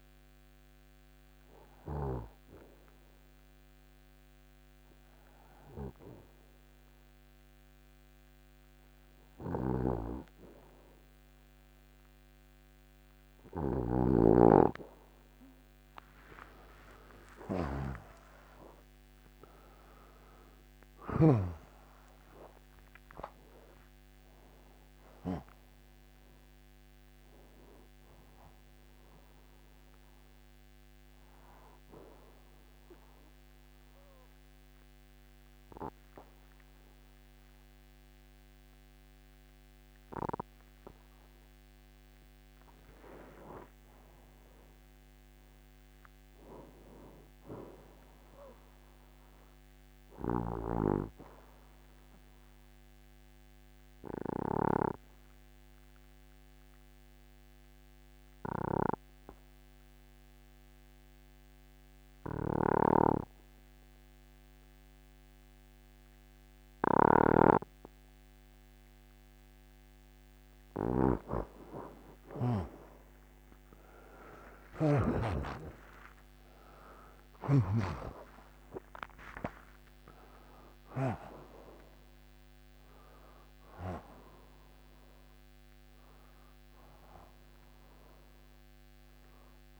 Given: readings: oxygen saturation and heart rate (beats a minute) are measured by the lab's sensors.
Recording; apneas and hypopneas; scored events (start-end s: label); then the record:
breathing in sleep by a microphone on the trachea; none
16.00-21.50 s: arousal
68.50-83.50 s: oxygen desaturation (device-marked, oxygen 96% before, 92% lowest, heart rate 62 before, 62 extreme)
74.50-80.00 s: arousal
From the record:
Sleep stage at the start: N2 (light sleep); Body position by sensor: on the right side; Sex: male